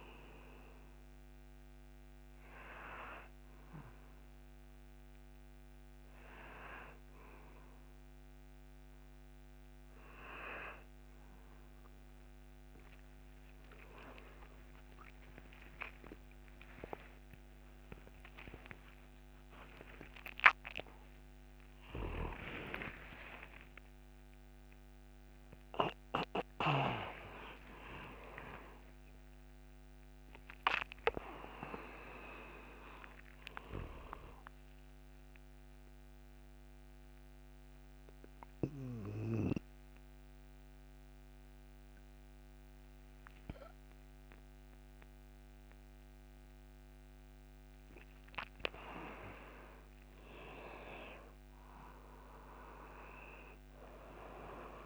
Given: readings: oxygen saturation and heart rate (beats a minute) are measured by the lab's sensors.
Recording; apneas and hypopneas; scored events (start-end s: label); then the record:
breathing in sleep by a microphone on the trachea; 1
0.00-8.50 s: oxygen desaturation (device-marked, oxygen 85% lowest)
19.00-25.00 s: arousal
36.50-49.50 s: mixed apnea (oxygen 99% before, 95% lowest)
51.50-54.86 s: arousal
51.50-54.86 s: oxygen desaturation (device-marked, oxygen 99% before, 95% lowest)
From the record:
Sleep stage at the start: N2 (light sleep); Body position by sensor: on the back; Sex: male